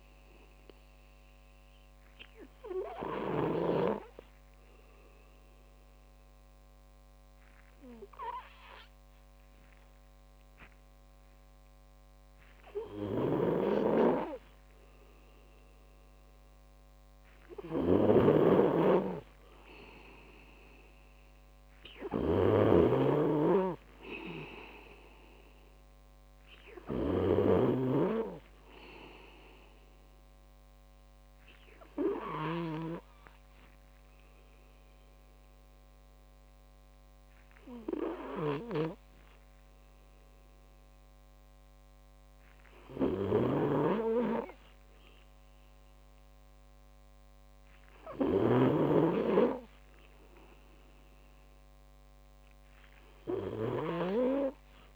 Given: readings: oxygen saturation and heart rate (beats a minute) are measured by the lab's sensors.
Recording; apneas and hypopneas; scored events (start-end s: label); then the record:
breathing in sleep by a microphone on the trachea; none
0.00-3.50 s: snoring (device-marked)
13.00-54.96 s: snoring (device-marked)
From the record:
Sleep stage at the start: N2 (light sleep); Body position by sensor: on the back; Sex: male